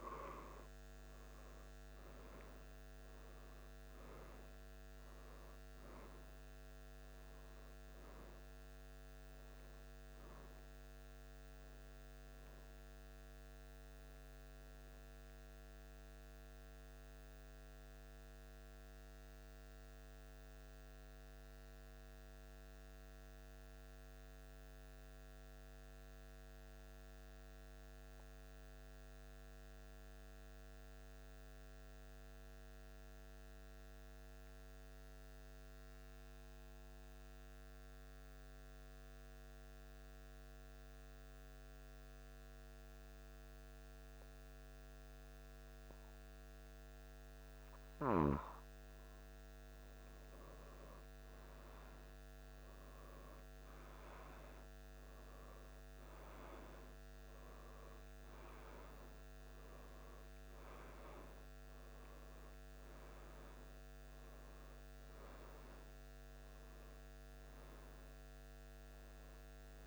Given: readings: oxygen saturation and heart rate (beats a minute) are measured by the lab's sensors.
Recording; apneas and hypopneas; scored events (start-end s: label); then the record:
breathing in sleep, hard to hear, by a microphone on the trachea; 1
17.00-46.00 s: central apnea (oxygen 95% before, 94% lowest, heart rate 77 before, 75 extreme, up 1 after)
48.50-54.50 s: arousal
From the record:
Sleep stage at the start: N2 (light sleep); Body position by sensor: on the back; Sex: male